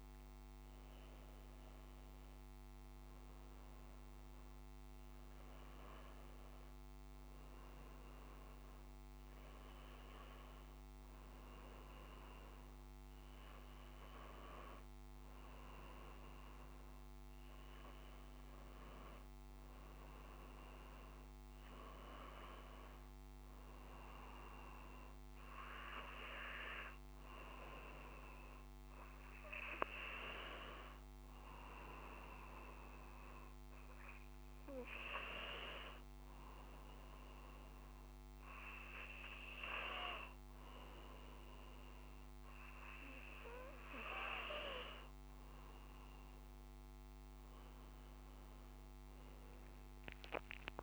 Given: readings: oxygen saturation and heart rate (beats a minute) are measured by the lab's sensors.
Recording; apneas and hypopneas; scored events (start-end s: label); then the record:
breathing in sleep by a microphone on the trachea; none
46.50-50.83 s: arousal
From the record:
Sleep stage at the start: N2 (light sleep); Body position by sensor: on the back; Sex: male